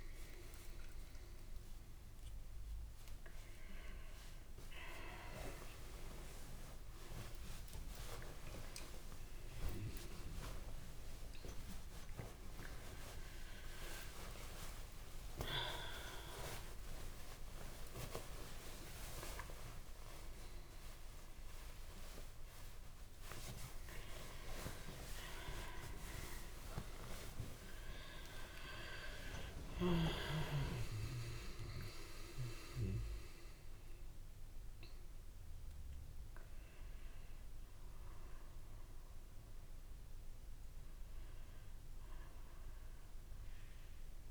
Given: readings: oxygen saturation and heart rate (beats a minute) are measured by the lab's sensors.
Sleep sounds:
a person awake in a sleep study, by a room microphone; none
29.50-44.31 s: new sleep stage, N2 (light sleep)
From the record:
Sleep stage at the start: awake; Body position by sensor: on the back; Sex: female

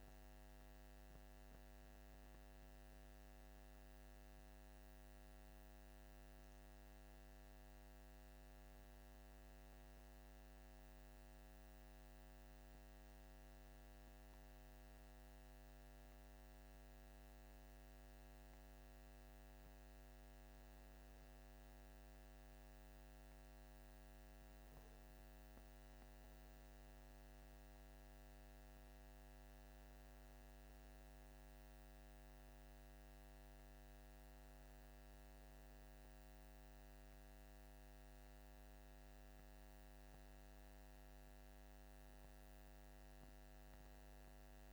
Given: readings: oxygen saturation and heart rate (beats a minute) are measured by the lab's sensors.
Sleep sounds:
breathing in sleep, hard to hear, by a microphone on the trachea; none
none scored
From the record:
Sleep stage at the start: N2 (light sleep); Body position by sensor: on the back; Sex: male

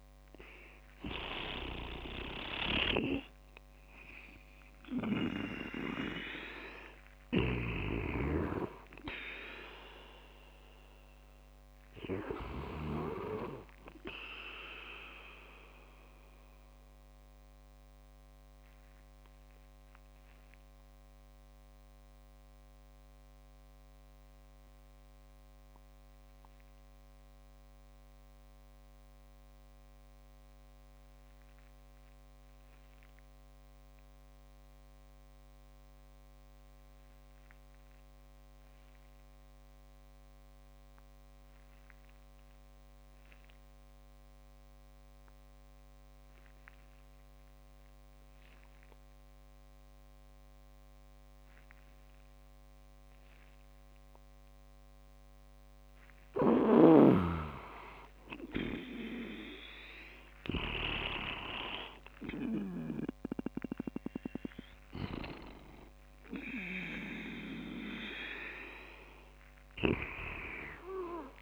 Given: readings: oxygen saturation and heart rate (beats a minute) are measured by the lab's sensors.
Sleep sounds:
breathing in sleep by a microphone on the trachea; 1
0.00-3.00 s: arousal
0.00-5.50 s: snoring (device-marked)
0.00-18.00 s: oxygen desaturation (device-marked, oxygen 92% lowest)
7.50-13.00 s: snoring (device-marked)
17.00-55.00 s: obstructive apnea (oxygen 100% before, 90% lowest)
53.00-71.42 s: oxygen desaturation (device-marked, oxygen 99% before, 92% lowest)
56.50-70.00 s: snoring (device-marked)
58.00-62.00 s: arousal
From the record:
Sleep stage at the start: N2 (light sleep); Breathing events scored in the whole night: 310 in 5.2 hours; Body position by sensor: on the back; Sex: male

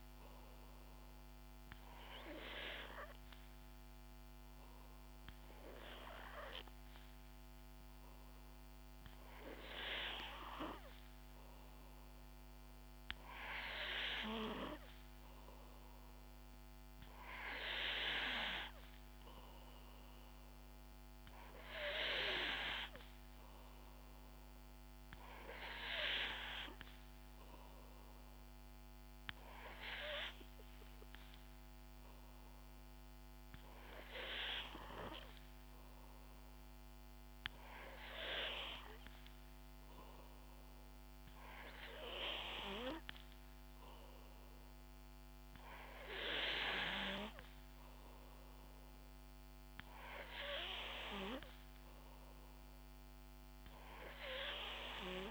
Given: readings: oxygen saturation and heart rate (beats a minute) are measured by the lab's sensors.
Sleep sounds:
breathing in sleep by a microphone on the trachea; 1
1.00-14.00 s: hypopnea (oxygen 91% before, 89% lowest, heart rate 66 before, 64 extreme, up 14 after)
15.50-19.00 s: arousal
From the record:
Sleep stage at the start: N3 (deep sleep); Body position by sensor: on the back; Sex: female

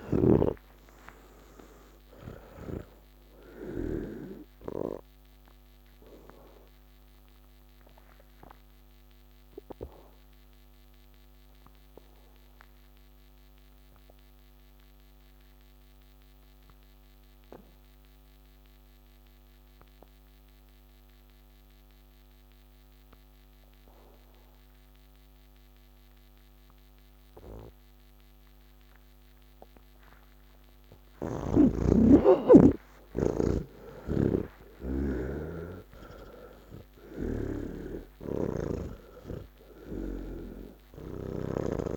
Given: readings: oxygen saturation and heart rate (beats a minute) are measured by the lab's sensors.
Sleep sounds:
breathing in sleep by a microphone on the trachea; 1
0.00-4.50 s: snoring (device-marked)
0.00-23.00 s: oxygen desaturation (device-marked, oxygen 78% lowest, heart rate 68 extreme)
8.50-31.00 s: obstructive apnea (oxygen 99% before, 78% lowest, heart rate 187 before, 68 extreme, up 29 after)
34.00-41.97 s: snoring (device-marked)
From the record:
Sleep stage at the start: N1 (lightest sleep); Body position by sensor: on the back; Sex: male

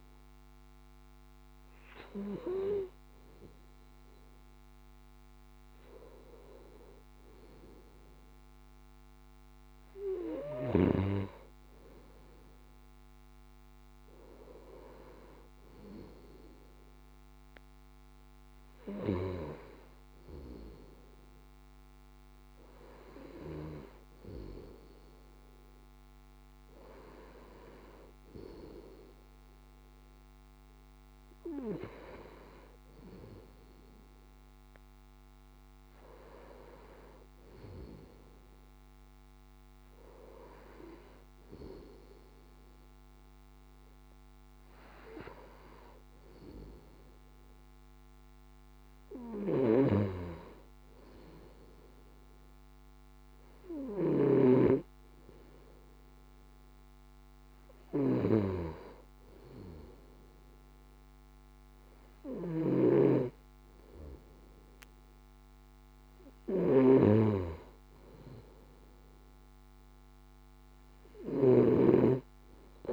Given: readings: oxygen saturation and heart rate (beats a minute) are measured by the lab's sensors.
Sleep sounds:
breathing in sleep by a microphone on the trachea; none
none scored
From the record:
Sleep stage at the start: N2 (light sleep); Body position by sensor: on the left side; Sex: male

